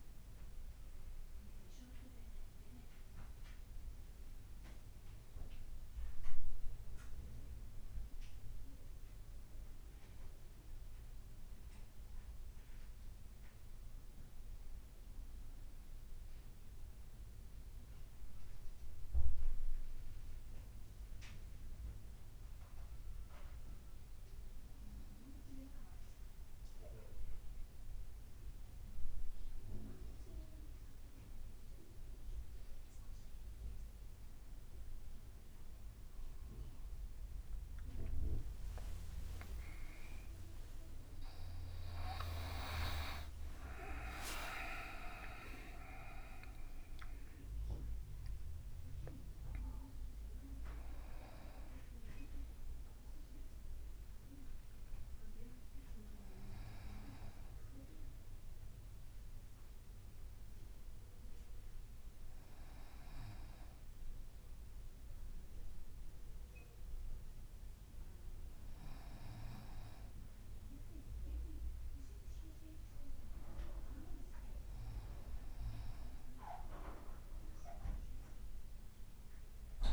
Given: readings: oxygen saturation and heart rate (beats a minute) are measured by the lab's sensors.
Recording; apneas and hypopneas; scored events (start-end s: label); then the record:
breathing in sleep by a room microphone; 1
19.50-32.50 s: hypopnea (oxygen 99% before, 94% lowest, heart rate 57 before, 55 extreme, up 6 after)
22.00-53.00 s: oxygen desaturation (device-marked, oxygen 98% before, 94% lowest, heart rate 56 before, 55 extreme)
37.00-46.50 s: leg movement (device-marked)
38.50-43.50 s: arousal
74.00-78.00 s: arousal
From the record:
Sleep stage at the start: N1 (lightest sleep); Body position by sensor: on the back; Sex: male